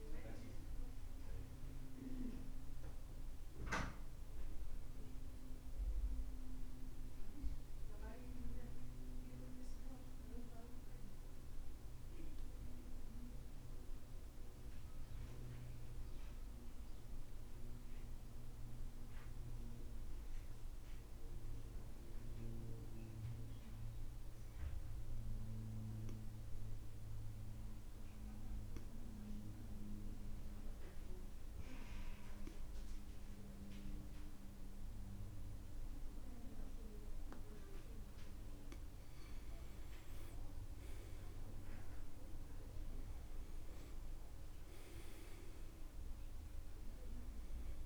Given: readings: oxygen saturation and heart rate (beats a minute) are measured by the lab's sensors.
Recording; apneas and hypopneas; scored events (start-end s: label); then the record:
breathing in sleep by a room microphone; 1
0.50-6.50 s: arousal
13.00-39.00 s: mixed apnea (oxygen 99% before, 86% lowest, heart rate 62 before, 62 extreme, up 10 after)
25.00-47.86 s: oxygen desaturation (device-marked, oxygen 97% before, 86% lowest, heart rate 64 before, 59 extreme)
40.50-45.00 s: arousal
From the record:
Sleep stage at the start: N2 (light sleep); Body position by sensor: on the back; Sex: male